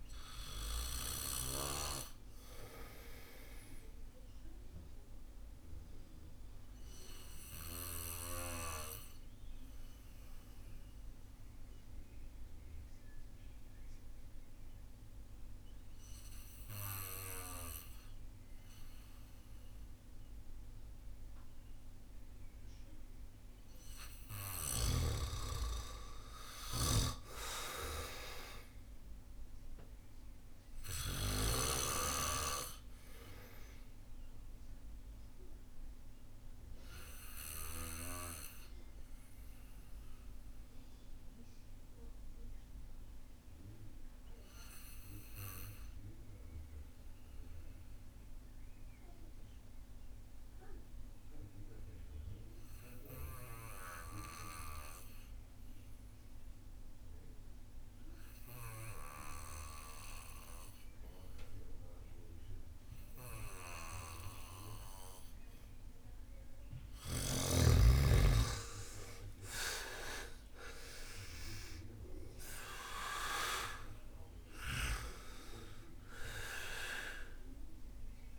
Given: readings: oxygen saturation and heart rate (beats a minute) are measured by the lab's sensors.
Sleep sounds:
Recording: breathing in sleep by a room microphone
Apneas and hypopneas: 2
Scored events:
3.50-22.50 s: obstructive apnea (oxygen 97% before, 85% lowest)
16.50-21.50 s: oxygen desaturation (device-marked, oxygen 96% before, 92% lowest)
23.50-27.50 s: arousal
33.50-65.00 s: obstructive apnea (oxygen 97% before, 83% lowest)
48.50-52.50 s: oxygen desaturation (device-marked, oxygen 95% before, 92% lowest)
62.50-78.39 s: oxygen desaturation (device-marked, oxygen 98% before, 83% lowest)
68.00-74.50 s: arousal
From the record:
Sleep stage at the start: N2 (light sleep)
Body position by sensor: on the back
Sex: male

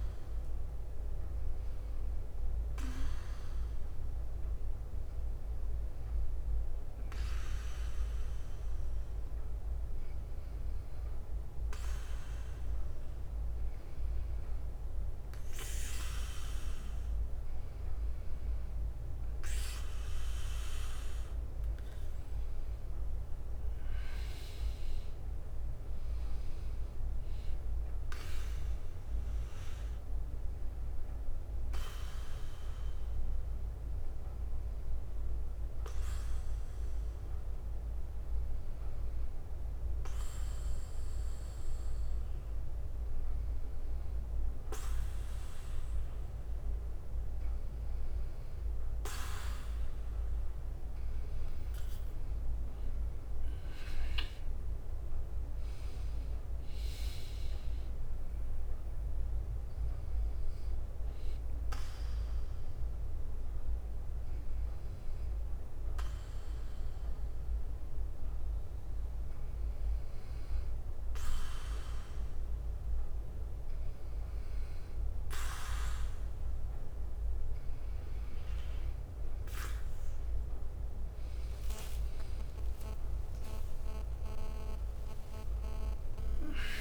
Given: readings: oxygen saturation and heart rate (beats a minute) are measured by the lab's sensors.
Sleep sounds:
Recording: breathing in sleep by a room microphone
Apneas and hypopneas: 3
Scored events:
1.50-14.50 s: hypopnea (oxygen 98% before, 93% lowest, heart rate 61 before, 59 extreme, up 3 after)
7.00-10.00 s: leg movement (device-marked)
9.00-11.00 s: bradycardia (device-marked, heart rate 64 before, 60 extreme)
17.00-20.00 s: arousal
28.00-31.00 s: leg movement (device-marked)
30.00-32.00 s: bradycardia (device-marked, heart rate 64 before, 61 extreme)
30.50-41.50 s: hypopnea (oxygen 96% before, 92% lowest, heart rate 61 before, 58 extreme, up 2 after)
46.00-48.50 s: arousal
59.00-70.00 s: hypopnea (oxygen 96% before, 92% lowest, heart rate 62 before, 57 extreme, up 2 after)
60.00-76.00 s: bradycardia (device-marked, heart rate 65 before, 57 extreme)
80.00-86.81 s: drop in pulse transit time (device-marked, heart rate 59 before, 60 extreme)
81.50-85.00 s: arousal
82.00-84.50 s: leg movement (device-marked)
From the record:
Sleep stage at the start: N2 (light sleep)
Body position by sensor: on the right side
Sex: male

